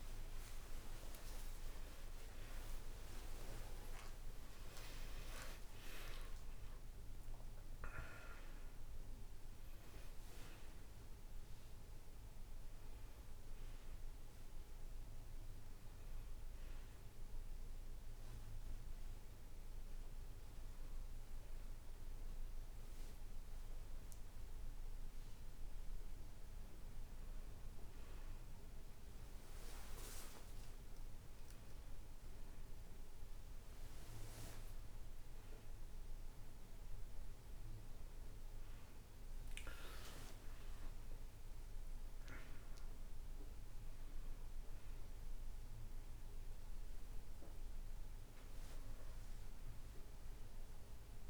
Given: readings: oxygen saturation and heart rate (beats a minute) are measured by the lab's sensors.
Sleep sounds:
a person awake in a sleep study, by a room microphone; none
0.00-1.00 s: oxygen desaturation (device-marked, oxygen 96% lowest, heart rate 66 extreme)
From the record:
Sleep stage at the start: awake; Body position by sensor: on the back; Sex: male

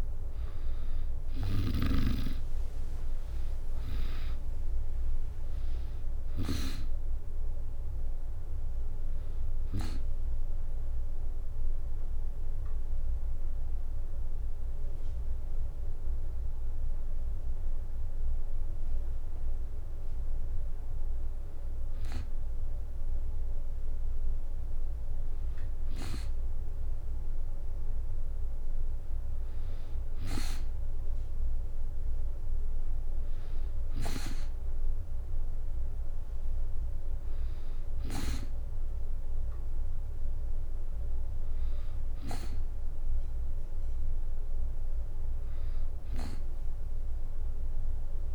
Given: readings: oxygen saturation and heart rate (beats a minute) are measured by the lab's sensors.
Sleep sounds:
breathing in sleep by a room microphone; none
1.50-3.50 s: long interval between heartbeats (device-marked, heart rate 67 before, 78 extreme)
31.00-44.00 s: oxygen desaturation (device-marked, oxygen 96% before, 93% lowest, heart rate 63 before, 63 extreme)
From the record:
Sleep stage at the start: N2 (light sleep); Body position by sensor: on the back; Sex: female

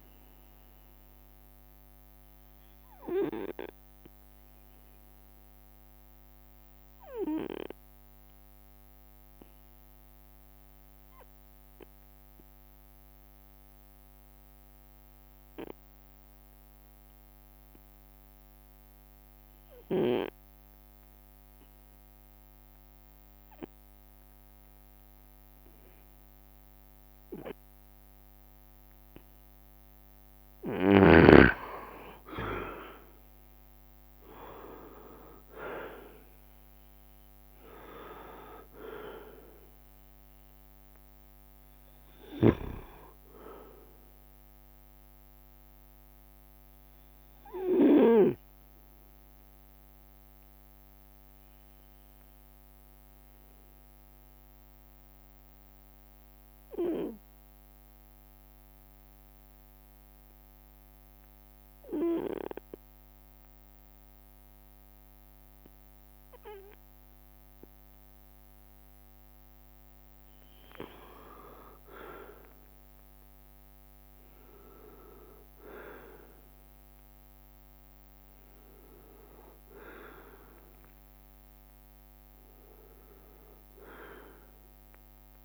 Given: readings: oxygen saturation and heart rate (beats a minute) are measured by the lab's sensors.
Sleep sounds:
breathing in sleep by a microphone on the trachea; 2
0.00-12.50 s: oxygen desaturation (device-marked, oxygen 94% lowest)
0.00-85.45 s: bradycardia (device-marked)
3.50-30.00 s: obstructive apnea (oxygen 99% before, 90% lowest)
10.00-12.00 s: long interval between heartbeats (device-marked)
20.00-22.00 s: long interval between heartbeats (device-marked)
26.00-28.50 s: leg movement (device-marked)
26.50-58.50 s: oxygen desaturation (device-marked, oxygen 98% before, 90% lowest)
29.00-37.00 s: leg movement (device-marked)
33.00-37.00 s: arousal
34.00-36.00 s: long interval between heartbeats (device-marked)
49.50-69.00 s: obstructive apnea (oxygen 98% before, 90% lowest)
57.50-59.50 s: long interval between heartbeats (device-marked)
67.00-69.00 s: long interval between heartbeats (device-marked)
71.50-75.50 s: arousal
77.50-79.50 s: long interval between heartbeats (device-marked)
82.00-83.50 s: leg movement (device-marked)
From the record:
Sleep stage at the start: N2 (light sleep); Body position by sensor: on the right side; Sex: male

